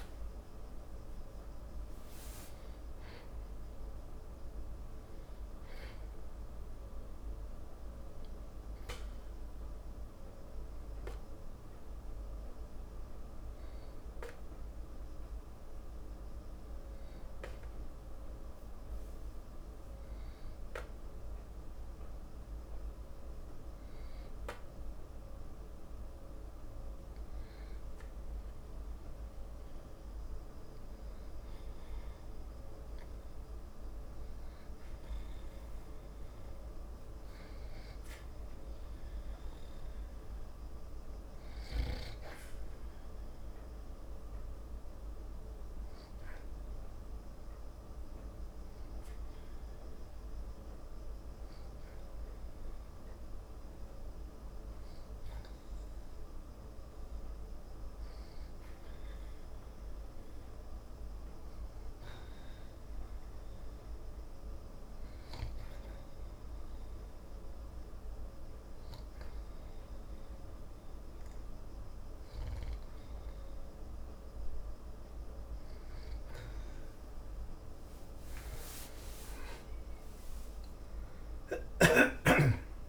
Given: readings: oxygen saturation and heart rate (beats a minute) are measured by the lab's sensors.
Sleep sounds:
breathing in sleep, hard to hear, by a room microphone; 2
0.00-14.00 s: oxygen desaturation (device-marked, oxygen 91% lowest, heart rate 55 extreme)
1.50-6.00 s: arousal
11.00-34.50 s: obstructive apnea (oxygen 96% before, 86% lowest, heart rate 58 before, 54 extreme, up 12 after)
33.00-63.00 s: oxygen desaturation (device-marked, oxygen 95% before, 91% lowest, heart rate 57 before, 54 extreme)
37.00-40.50 s: arousal
47.00-76.00 s: obstructive apnea (oxygen 95% before, 85% lowest, heart rate 61 before, 55 extreme)
70.00-82.89 s: oxygen desaturation (device-marked, oxygen 93% before, 85% lowest, heart rate 60 before, 55 extreme)
79.50-82.89 s: arousal
From the record:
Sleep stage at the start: N2 (light sleep); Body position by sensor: on the back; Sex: male

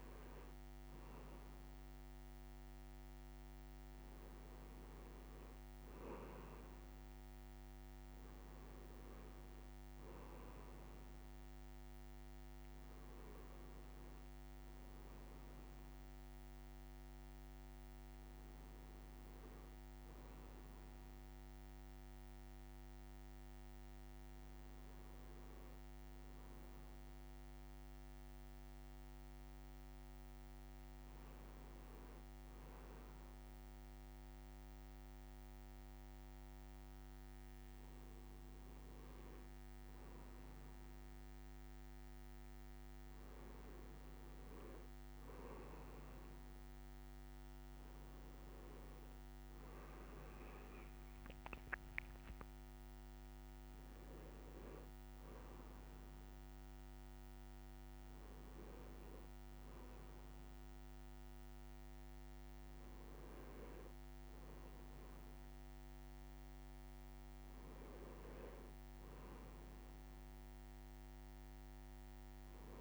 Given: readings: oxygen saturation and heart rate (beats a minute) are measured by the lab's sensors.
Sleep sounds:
a person awake in a sleep study, hard to hear, by a microphone on the trachea; none
none scored
From the record:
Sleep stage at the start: awake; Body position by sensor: on the right side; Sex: male

